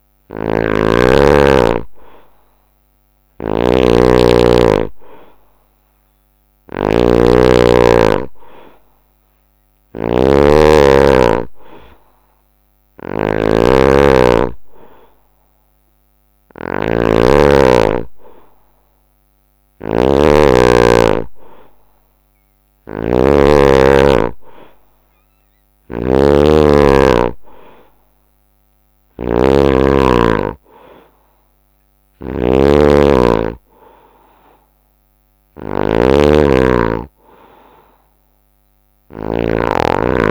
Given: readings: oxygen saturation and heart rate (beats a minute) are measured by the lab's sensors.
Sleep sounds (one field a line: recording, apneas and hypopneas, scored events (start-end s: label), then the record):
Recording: breathing in sleep by a microphone on the trachea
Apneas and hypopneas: none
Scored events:
0.00-40.31 s: snoring (device-marked)
20.50-22.50 s: long interval between heartbeats (device-marked, heart rate 70 before, 70 extreme)
From the record:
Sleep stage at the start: N2 (light sleep)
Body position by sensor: on the right side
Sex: male